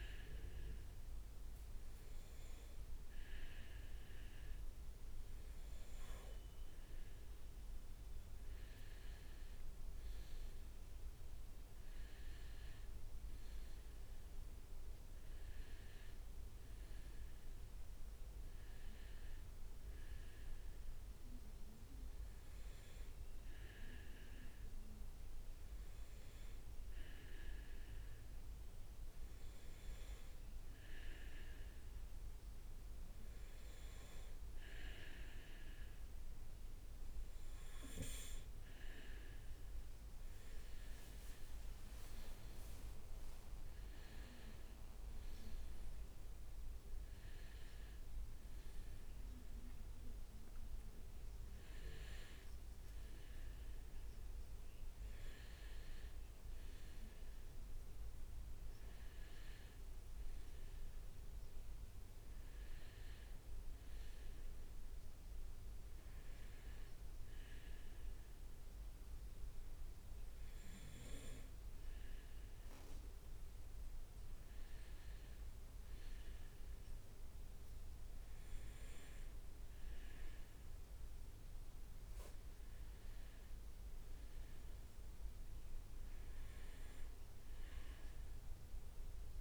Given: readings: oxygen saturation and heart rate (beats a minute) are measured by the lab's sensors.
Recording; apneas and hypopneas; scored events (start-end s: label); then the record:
breathing in sleep by a room microphone; 1
9.00-14.00 s: arousal
23.00-38.00 s: hypopnea (oxygen 97% before, 95% lowest, heart rate 71 before, 69 extreme, up 5 after)
41.00-44.50 s: leg movement (device-marked)
47.00-52.00 s: arousal
From the record:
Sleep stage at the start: N2 (light sleep); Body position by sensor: on the right side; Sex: male